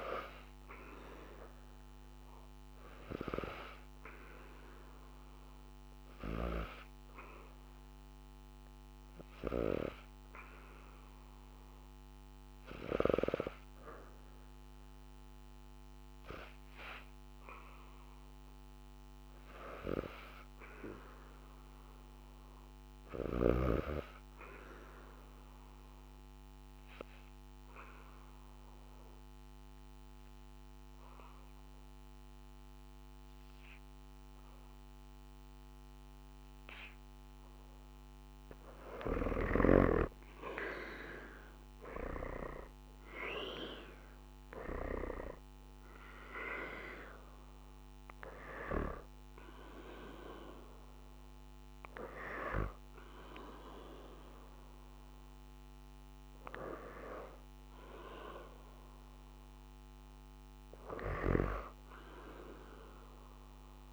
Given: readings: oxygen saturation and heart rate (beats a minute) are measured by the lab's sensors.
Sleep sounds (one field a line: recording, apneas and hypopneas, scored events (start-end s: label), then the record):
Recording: breathing in sleep by a microphone on the trachea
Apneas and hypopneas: 1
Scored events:
0.00-15.50 s: oxygen desaturation (device-marked, oxygen 90% lowest, heart rate 73 extreme)
18.50-21.50 s: arousal
24.00-37.50 s: obstructive apnea (oxygen 96% before, 87% lowest, heart rate 76 before, 73 extreme, up 7 after)
40.50-44.50 s: arousal
42.50-63.93 s: oxygen desaturation (device-marked, oxygen 94% before, 87% lowest, heart rate 76 before, 73 extreme)
From the record:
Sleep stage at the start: N2 (light sleep)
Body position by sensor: on the back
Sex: female